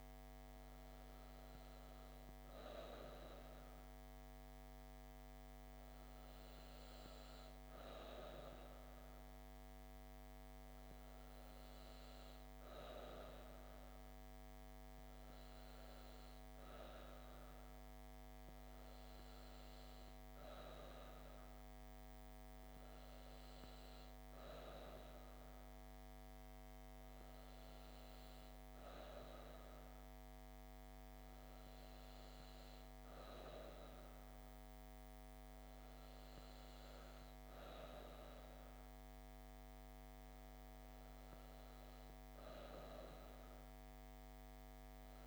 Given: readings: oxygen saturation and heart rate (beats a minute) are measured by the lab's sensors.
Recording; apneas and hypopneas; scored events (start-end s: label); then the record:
breathing in sleep by a microphone on the trachea; none
none scored
From the record:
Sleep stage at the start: N2 (light sleep); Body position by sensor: on the back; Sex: female